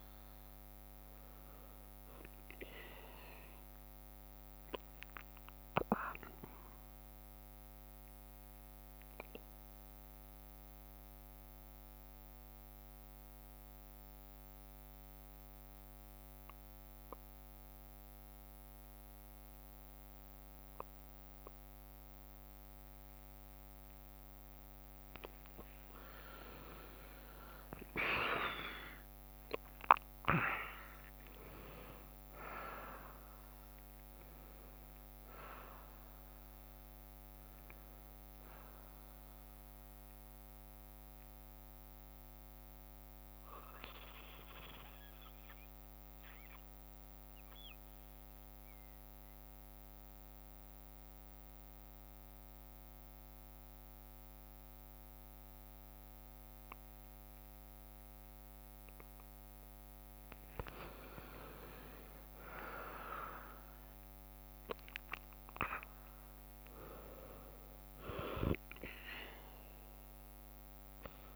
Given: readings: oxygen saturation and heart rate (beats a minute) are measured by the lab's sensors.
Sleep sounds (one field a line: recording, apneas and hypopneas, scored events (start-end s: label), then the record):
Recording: breathing in sleep by a microphone on the trachea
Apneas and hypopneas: 2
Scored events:
3.00-25.00 s: mixed apnea (oxygen 99% before, 92% lowest, heart rate 61 before, 59 extreme, up 8 after)
25.00-39.00 s: drop in pulse transit time (device-marked, heart rate 62 before, 63 extreme)
26.50-31.50 s: arousal
27.00-50.00 s: oxygen desaturation (device-marked, oxygen 98% before, 92% lowest, heart rate 62 before, 59 extreme)
40.00-58.50 s: mixed apnea (oxygen 98% before, 92% lowest, heart rate 65 before, 59 extreme, up 6 after)
41.00-49.00 s: bradycardia (device-marked, heart rate 64 before, 59 extreme)
61.00-65.50 s: arousal
63.00-71.36 s: drop in pulse transit time (device-marked, heart rate 60 before, 61 extreme)
64.00-71.36 s: oxygen desaturation (device-marked, oxygen 98% before, 94% lowest, heart rate 60 before, 59 extreme)
From the record:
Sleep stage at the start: N2 (light sleep)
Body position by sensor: on the back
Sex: female